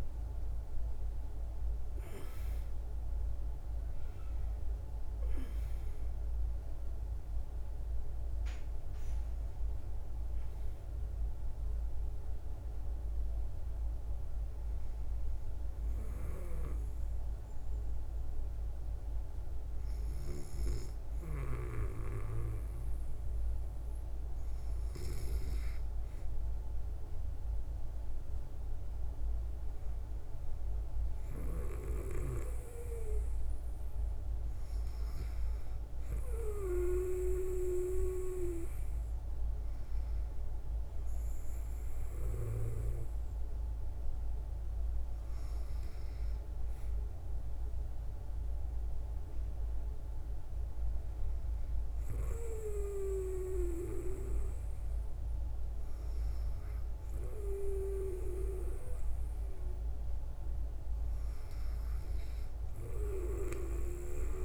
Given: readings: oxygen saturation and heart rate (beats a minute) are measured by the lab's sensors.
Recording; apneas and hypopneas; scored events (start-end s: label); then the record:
breathing in sleep by a room microphone; none
15.50-21.00 s: snoring (device-marked)
18.00-64.44 s: new sleep stage, N2 (light sleep)
From the record:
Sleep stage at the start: N1 (lightest sleep); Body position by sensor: on the back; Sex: female